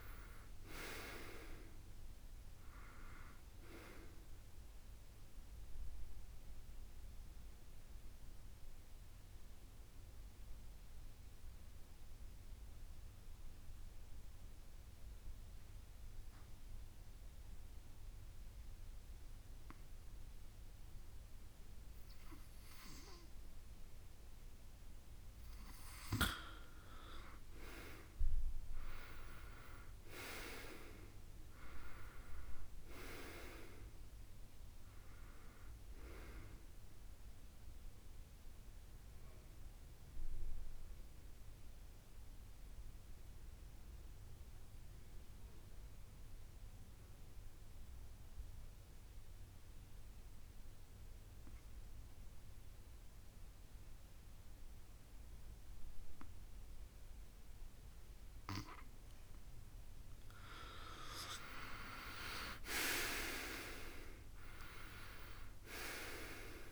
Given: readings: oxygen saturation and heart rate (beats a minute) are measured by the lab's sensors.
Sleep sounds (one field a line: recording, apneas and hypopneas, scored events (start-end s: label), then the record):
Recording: breathing in sleep by a room microphone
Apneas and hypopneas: 2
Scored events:
2.50-25.50 s: oxygen desaturation (device-marked, oxygen 96% before, 91% lowest, heart rate 55 before, 45 extreme)
4.50-25.00 s: mixed apnea (oxygen 98% before, 91% lowest, heart rate 53 before, 45 extreme, up 2 after)
36.50-58.50 s: mixed apnea (oxygen 97% before, 89% lowest)
60.00-64.50 s: arousal
From the record:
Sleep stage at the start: N2 (light sleep)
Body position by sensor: on the back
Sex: male